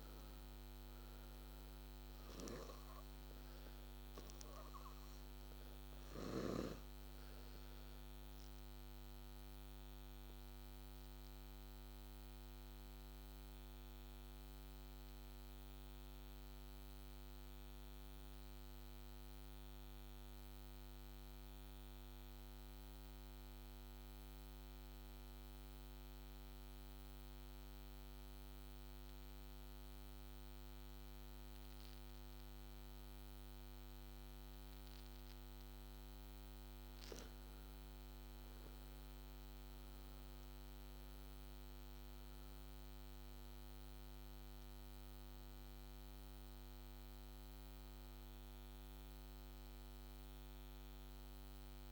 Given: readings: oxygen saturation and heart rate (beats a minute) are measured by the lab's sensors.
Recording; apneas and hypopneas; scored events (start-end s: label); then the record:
breathing in sleep, hard to hear, by a microphone on the trachea; 1
0.00-23.00 s: oxygen desaturation (device-marked, oxygen 84% lowest, heart rate 63 extreme)
4.00-36.50 s: obstructive apnea (oxygen 99% before, 84% lowest, heart rate 67 before, 63 extreme, up 6 after)
35.00-51.92 s: oxygen desaturation (device-marked, oxygen 98% before, 86% lowest, heart rate 64 before, 65 extreme)
38.00-43.00 s: arousal
From the record:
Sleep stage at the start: N2 (light sleep); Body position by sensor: on the back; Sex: male